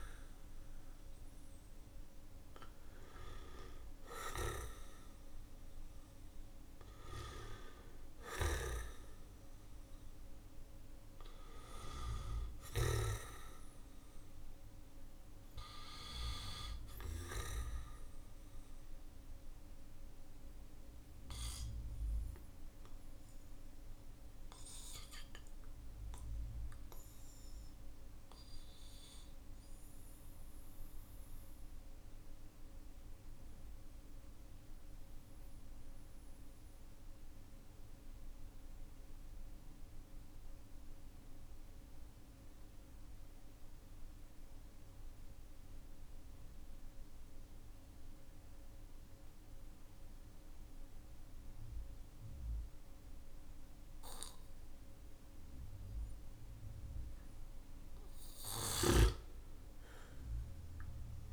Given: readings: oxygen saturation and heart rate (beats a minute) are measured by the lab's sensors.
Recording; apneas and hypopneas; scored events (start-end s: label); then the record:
breathing in sleep by a room microphone; 1
0.00-1.50 s: arousal
0.00-3.00 s: oxygen desaturation (device-marked, oxygen 95% lowest, heart rate 40 extreme)
7.50-12.00 s: snoring (device-marked)
23.50-56.50 s: obstructive apnea (oxygen 97% before, 93% lowest, heart rate 45 before, 42 extreme, up 10 after)
59.00-61.33 s: oxygen desaturation (device-marked, oxygen 99% before, 95% lowest, heart rate 50 before, 42 extreme)
59.50-61.33 s: arousal
From the record:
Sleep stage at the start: N2 (light sleep); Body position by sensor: on the back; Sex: male